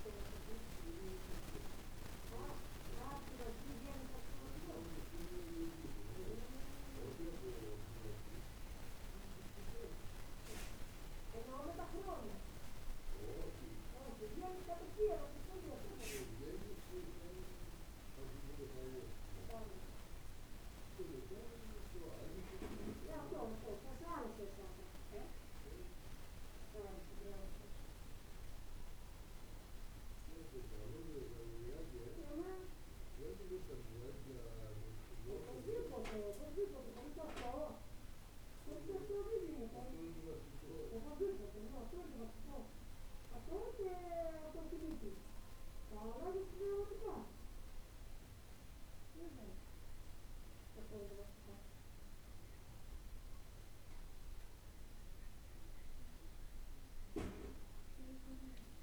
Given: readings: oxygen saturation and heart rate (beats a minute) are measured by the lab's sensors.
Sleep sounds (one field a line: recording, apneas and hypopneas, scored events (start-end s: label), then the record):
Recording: breathing in sleep by a room microphone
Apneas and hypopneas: none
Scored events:
none scored
From the record:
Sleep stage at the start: N2 (light sleep)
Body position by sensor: on the back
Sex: male